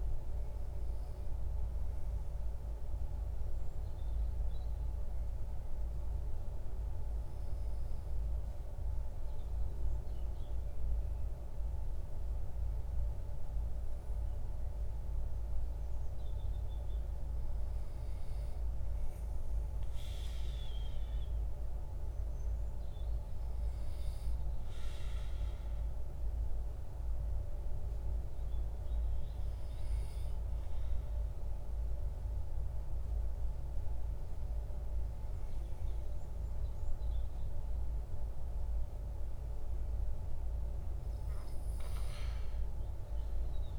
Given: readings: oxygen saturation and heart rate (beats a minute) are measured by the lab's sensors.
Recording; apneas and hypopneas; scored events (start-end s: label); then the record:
breathing in sleep, hard to hear, by a room microphone; none
none scored
From the record:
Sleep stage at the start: N2 (light sleep); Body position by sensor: on the back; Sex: male